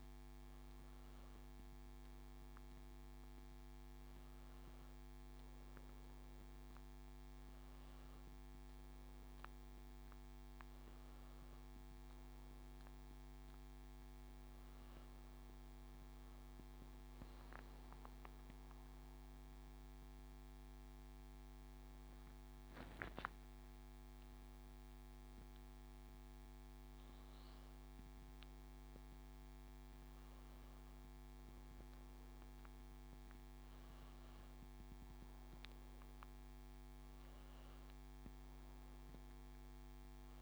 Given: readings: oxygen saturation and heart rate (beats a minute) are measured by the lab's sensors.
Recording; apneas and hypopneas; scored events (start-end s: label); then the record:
breathing in sleep, hard to hear, by a microphone on the trachea; none
none scored
From the record:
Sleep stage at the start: N2 (light sleep); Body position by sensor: on the back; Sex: male